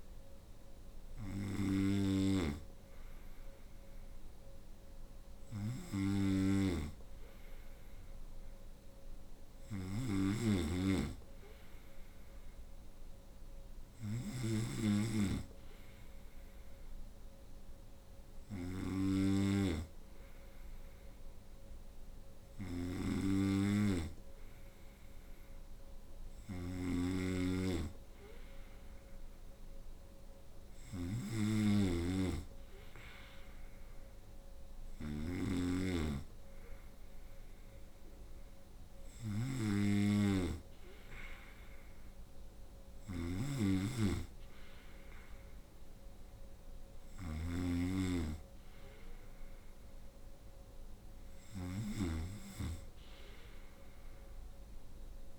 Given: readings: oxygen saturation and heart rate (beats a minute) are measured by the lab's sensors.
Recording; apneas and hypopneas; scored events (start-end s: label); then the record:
breathing in sleep by a room microphone; none
0.00-55.39 s: snoring (device-marked)
From the record:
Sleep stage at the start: N2 (light sleep); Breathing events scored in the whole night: 125 in 4.8 hours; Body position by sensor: on the right side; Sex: female